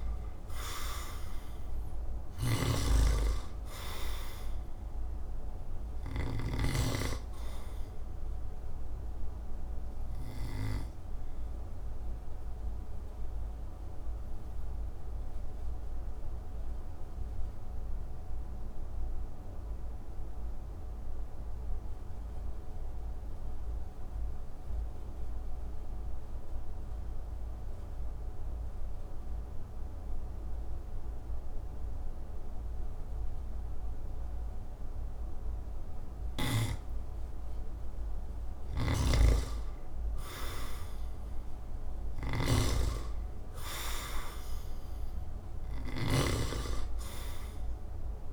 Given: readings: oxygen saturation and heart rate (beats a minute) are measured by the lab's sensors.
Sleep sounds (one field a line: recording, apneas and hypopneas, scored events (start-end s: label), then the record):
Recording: breathing in sleep by a room microphone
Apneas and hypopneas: 1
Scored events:
0.00-6.00 s: snoring (device-marked)
0.00-27.00 s: oxygen desaturation (device-marked, oxygen 81% lowest)
8.50-35.50 s: obstructive apnea (oxygen 98% before, 81% lowest)
37.00-48.33 s: oxygen desaturation (device-marked, oxygen 98% before, 82% lowest)
38.00-41.50 s: arousal
38.00-48.33 s: snoring (device-marked)
From the record:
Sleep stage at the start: N2 (light sleep)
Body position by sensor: on the back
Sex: male